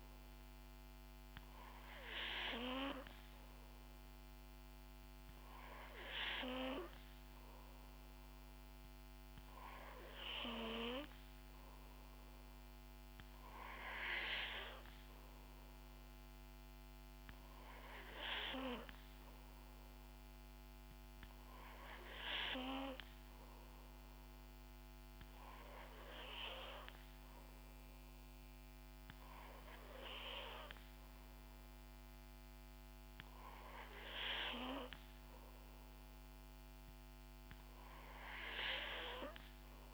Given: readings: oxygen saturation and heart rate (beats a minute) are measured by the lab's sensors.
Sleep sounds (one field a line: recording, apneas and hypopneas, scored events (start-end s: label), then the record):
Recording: breathing in sleep by a microphone on the trachea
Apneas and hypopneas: none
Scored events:
36.50-39.94 s: new sleep stage, N3 (deep sleep)
From the record:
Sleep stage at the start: N2 (light sleep)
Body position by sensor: on the back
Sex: female